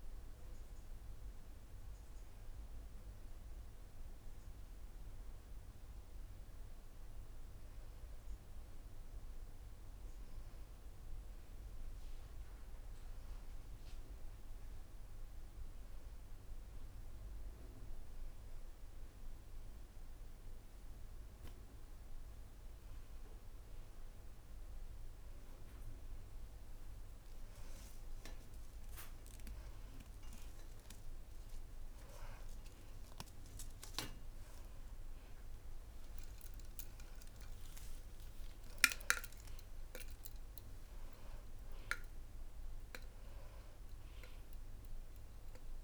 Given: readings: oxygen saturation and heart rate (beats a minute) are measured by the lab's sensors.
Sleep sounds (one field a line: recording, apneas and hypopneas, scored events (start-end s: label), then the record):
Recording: a person awake in a sleep study, hard to hear, by a room microphone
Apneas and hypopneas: none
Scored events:
3.50-33.50 s: new sleep stage, awake
33.50-45.84 s: new sleep stage, N1 (lightest sleep)
From the record:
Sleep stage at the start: N1 (lightest sleep)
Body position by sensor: on the back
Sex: female